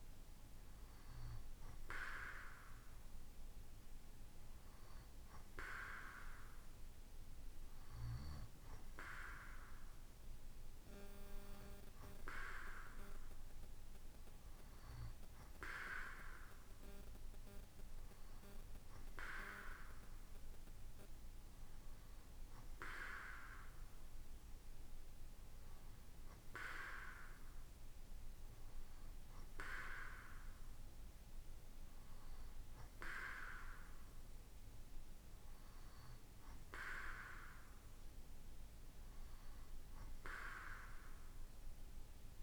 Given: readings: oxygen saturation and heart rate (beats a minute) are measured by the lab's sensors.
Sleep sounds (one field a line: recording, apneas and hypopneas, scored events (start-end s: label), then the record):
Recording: breathing in sleep by a room microphone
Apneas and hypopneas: none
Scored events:
none scored
From the record:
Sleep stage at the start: N2 (light sleep)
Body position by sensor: on the right side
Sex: male